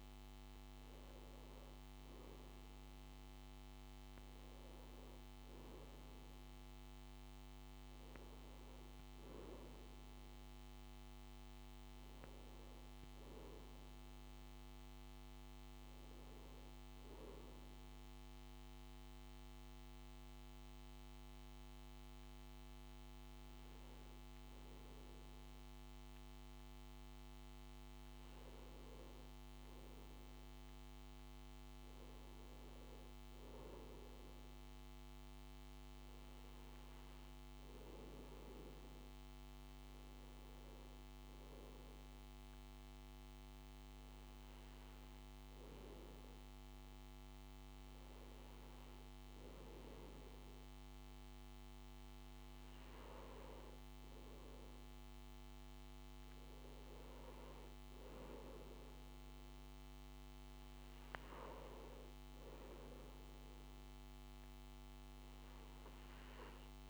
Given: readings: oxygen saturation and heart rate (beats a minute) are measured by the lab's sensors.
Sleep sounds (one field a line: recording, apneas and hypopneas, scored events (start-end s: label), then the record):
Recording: breathing in sleep, hard to hear, by a microphone on the trachea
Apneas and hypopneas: 1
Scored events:
0.00-10.00 s: oxygen desaturation (device-marked, oxygen 91% lowest, heart rate 55 extreme)
11.50-15.00 s: arousal
18.00-29.00 s: hypopnea (oxygen 99% before, 93% lowest, heart rate 59 before, 55 extreme, up 4 after)
31.50-36.00 s: arousal
From the record:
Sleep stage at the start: N2 (light sleep)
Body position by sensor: on the right side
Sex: male